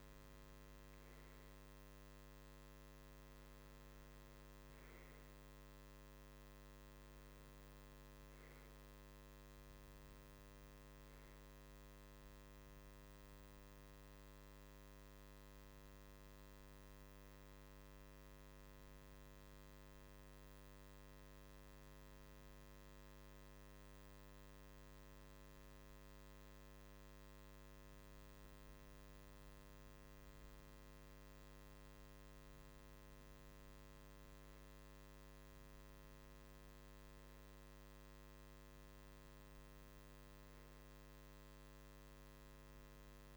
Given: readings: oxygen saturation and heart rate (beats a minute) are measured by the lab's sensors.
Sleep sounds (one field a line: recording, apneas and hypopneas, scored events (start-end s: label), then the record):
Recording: breathing in sleep, hard to hear, by a microphone on the trachea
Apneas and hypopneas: 1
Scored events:
14.00-37.50 s: hypopnea (oxygen 96% before, 95% lowest, heart rate 59 before, 52 extreme, up 5 after)
From the record:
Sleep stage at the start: REM sleep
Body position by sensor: on the right side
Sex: male